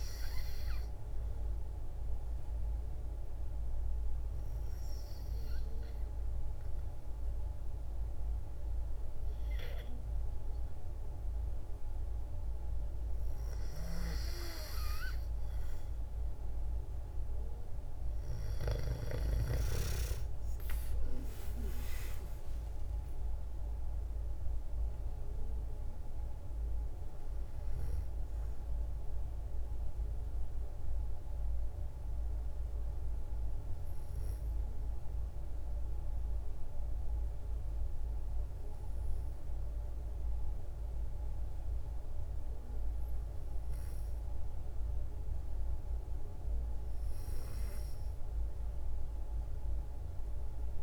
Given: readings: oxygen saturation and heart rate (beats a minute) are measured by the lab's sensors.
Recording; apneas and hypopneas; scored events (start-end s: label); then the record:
breathing in sleep by a room microphone; 1
1.50-12.50 s: hypopnea (oxygen 95% before, 90% lowest, heart rate 58 before, 49 extreme)
19.00-23.50 s: arousal
22.50-41.50 s: oxygen desaturation (device-marked, oxygen 94% before, 90% lowest, heart rate 58 before, 55 extreme)
From the record:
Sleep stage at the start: N2 (light sleep); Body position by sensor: on the back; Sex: female